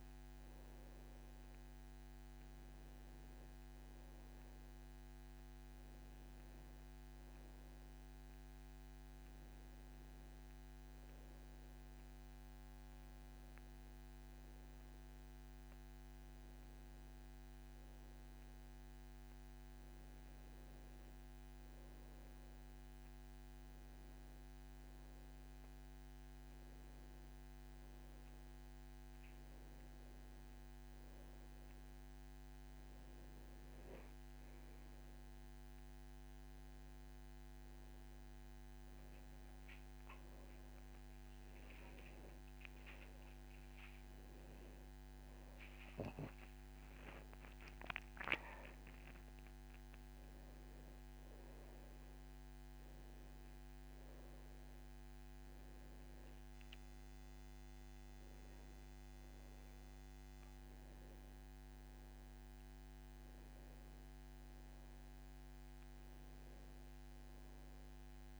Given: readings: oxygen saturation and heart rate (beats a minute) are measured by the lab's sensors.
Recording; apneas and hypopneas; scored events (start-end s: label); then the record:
a person awake in a sleep study, hard to hear, by a microphone on the trachea; none
none scored
From the record:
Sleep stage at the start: awake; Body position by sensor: on the back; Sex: male